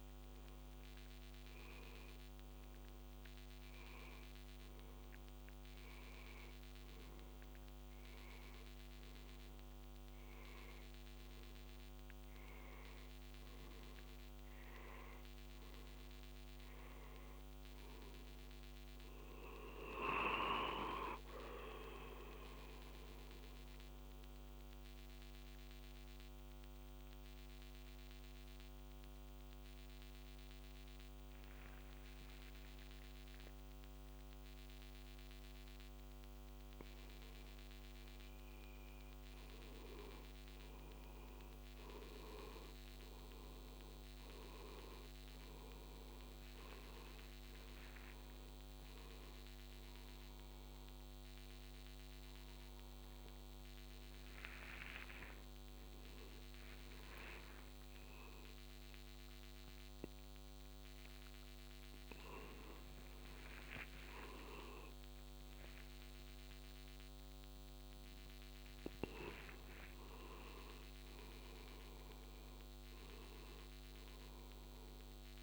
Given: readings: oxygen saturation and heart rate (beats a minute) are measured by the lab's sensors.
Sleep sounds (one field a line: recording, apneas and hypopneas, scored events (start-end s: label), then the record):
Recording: a person partly awake in a sleep study, by a microphone on the trachea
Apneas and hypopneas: none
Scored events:
43.50-75.43 s: new sleep stage, awake
From the record:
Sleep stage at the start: N1 (lightest sleep)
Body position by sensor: on the back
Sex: male